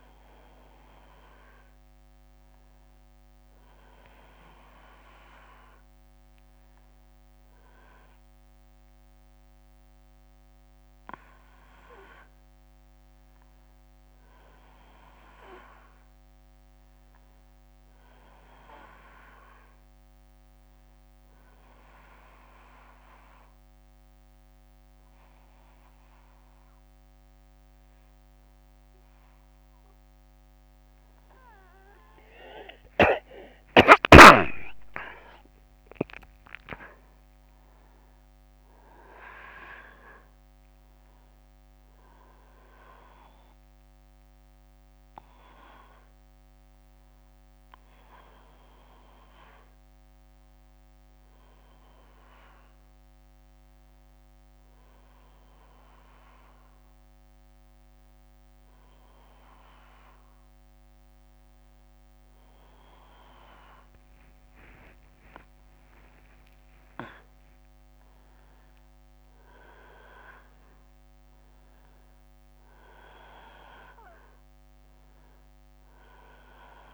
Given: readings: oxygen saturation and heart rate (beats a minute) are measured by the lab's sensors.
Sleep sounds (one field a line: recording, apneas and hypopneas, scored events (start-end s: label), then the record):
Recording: breathing in sleep by a microphone on the trachea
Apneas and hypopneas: 2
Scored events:
0.00-4.50 s: oxygen desaturation (device-marked, oxygen 92% lowest, heart rate 59 extreme)
5.50-10.50 s: arousal
19.50-31.50 s: obstructive apnea (oxygen 97% before, 93% lowest, heart rate 65 before, 59 extreme, up 11 after)
33.50-37.50 s: arousal
44.00-59.00 s: hypopnea (oxygen 97% before, 93% lowest, heart rate 64 before, 62 extreme, up 15 after)
62.00-65.00 s: arousal
From the record:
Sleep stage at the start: N1 (lightest sleep)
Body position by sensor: on the back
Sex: male